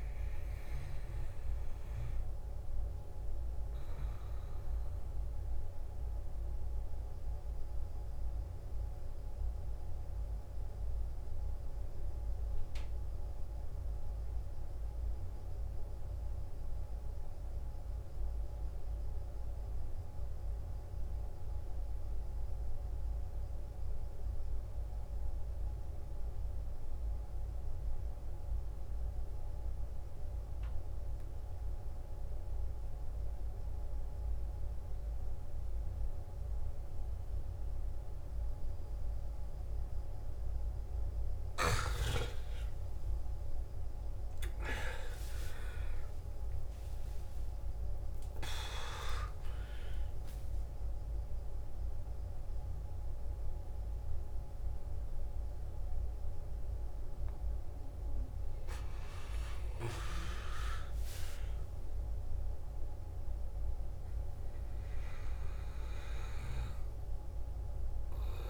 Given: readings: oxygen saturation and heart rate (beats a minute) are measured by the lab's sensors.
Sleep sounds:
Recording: breathing in sleep by a room microphone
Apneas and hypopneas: 1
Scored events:
0.00-9.00 s: oxygen desaturation (device-marked, oxygen 86% lowest, heart rate 54 extreme)
4.50-41.00 s: mixed apnea (oxygen 93% before, 86% lowest, heart rate 66 before, 54 extreme, up 15 after)
29.00-54.00 s: oxygen desaturation (device-marked, oxygen 98% before, 89% lowest, heart rate 55 before, 54 extreme)
42.00-48.00 s: arousal
61.00-68.50 s: oxygen desaturation (device-marked, oxygen 90% before, 86% lowest, heart rate 64 before, 54 extreme)
From the record:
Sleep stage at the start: N2 (light sleep)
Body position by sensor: on the back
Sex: male

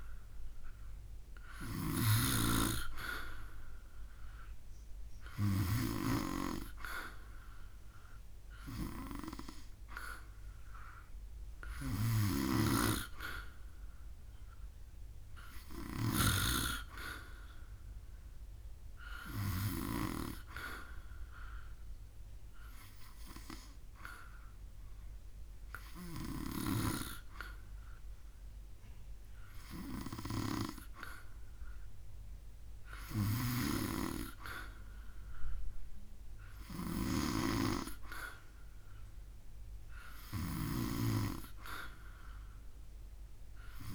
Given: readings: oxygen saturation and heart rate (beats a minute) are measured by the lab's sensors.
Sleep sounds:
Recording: breathing in sleep by a room microphone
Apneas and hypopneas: none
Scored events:
0.00-5.50 s: snoring (device-marked)
3.00-15.00 s: oxygen desaturation (device-marked, oxygen 94% before, 91% lowest, heart rate 71 before, 70 extreme)
12.00-16.00 s: snoring (device-marked)
32.50-40.00 s: snoring (device-marked)
From the record:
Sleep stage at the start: N2 (light sleep)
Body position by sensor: on the back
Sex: male

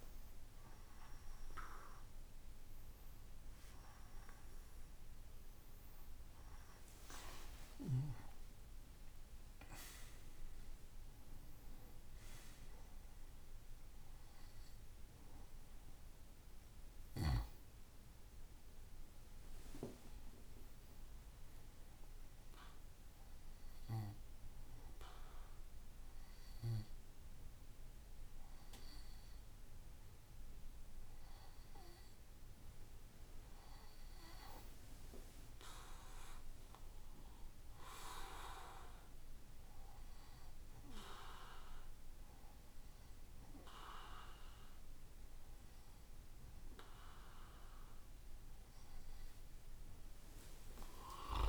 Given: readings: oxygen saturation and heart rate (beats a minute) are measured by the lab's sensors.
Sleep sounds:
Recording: a person awake in a sleep study, by a room microphone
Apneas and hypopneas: none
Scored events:
16.00-46.00 s: new sleep stage, awake
46.00-51.49 s: new sleep stage, N2 (light sleep)
From the record:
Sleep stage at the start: N1 (lightest sleep)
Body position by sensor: on the right side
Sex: male

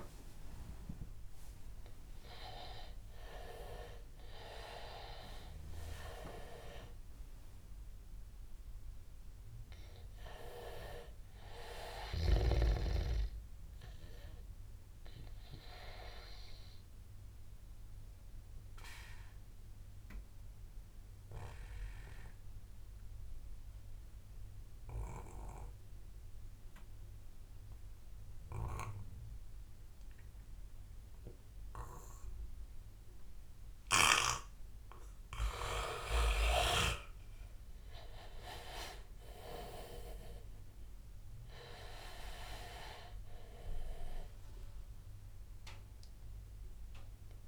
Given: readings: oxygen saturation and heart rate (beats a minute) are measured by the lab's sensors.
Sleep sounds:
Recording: breathing in sleep by a room microphone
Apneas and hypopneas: 1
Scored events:
0.00-8.50 s: oxygen desaturation (device-marked, oxygen 90% lowest, heart rate 81 extreme)
9.00-12.50 s: arousal
14.00-34.00 s: obstructive apnea (oxygen 99% before, 87% lowest, heart rate 95 before, 81 extreme, up 7 after)
34.50-47.48 s: oxygen desaturation (device-marked, oxygen 98% before, 87% lowest, heart rate 86 before, 84 extreme)
35.50-39.50 s: arousal
From the record:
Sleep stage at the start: N2 (light sleep)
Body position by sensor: on the back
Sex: male

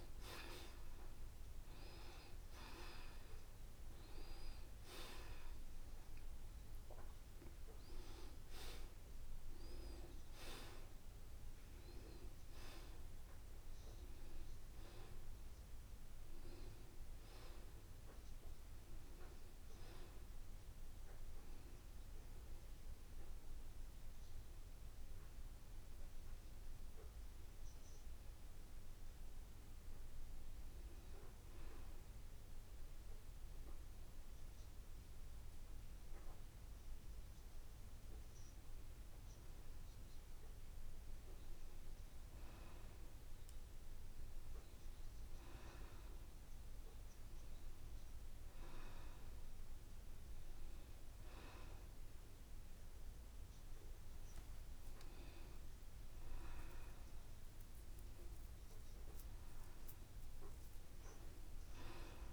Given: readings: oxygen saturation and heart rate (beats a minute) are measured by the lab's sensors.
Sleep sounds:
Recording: breathing in sleep by a room microphone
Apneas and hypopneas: 1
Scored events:
18.00-22.00 s: arousal
25.00-39.50 s: hypopnea (oxygen 96% before, 91% lowest, heart rate 79 before, 75 extreme, up 4 after)
42.50-46.00 s: arousal
From the record:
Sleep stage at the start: N2 (light sleep)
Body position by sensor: on the back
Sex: male

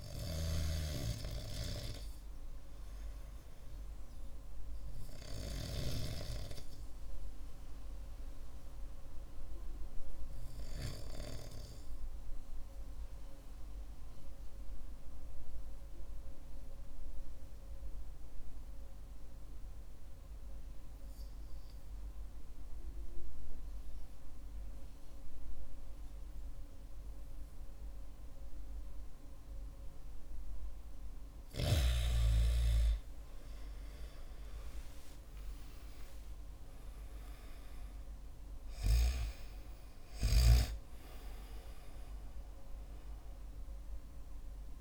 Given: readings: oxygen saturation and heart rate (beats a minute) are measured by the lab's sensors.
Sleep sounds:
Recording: breathing in sleep by a room microphone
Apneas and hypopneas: 1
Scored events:
13.50-30.50 s: obstructive apnea (oxygen 97% before, 94% lowest, heart rate 56 before, 48 extreme, up 8 after)
33.50-38.00 s: arousal
From the record:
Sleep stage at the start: N2 (light sleep)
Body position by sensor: on the back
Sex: male

